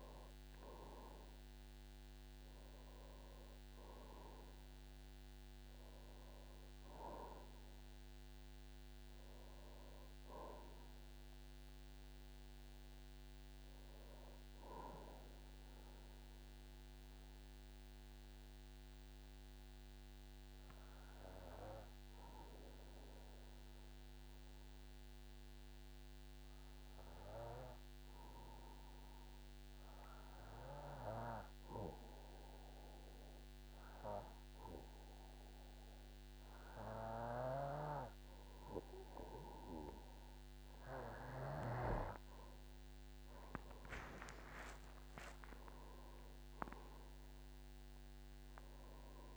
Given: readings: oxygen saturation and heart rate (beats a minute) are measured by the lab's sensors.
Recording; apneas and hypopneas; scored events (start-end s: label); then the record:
breathing in sleep by a microphone on the trachea; 1
0.00-2.50 s: arousal
4.50-27.50 s: oxygen desaturation (device-marked, oxygen 98% before, 93% lowest, heart rate 53 before, 47 extreme)
14.50-38.50 s: obstructive apnea (oxygen 98% before, 92% lowest, heart rate 58 before, 47 extreme, up 12 after)
35.50-49.37 s: oxygen desaturation (device-marked, oxygen 98% before, 92% lowest, heart rate 51 before, 46 extreme)
44.00-49.37 s: arousal
From the record:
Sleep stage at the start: N2 (light sleep); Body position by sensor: on the back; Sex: male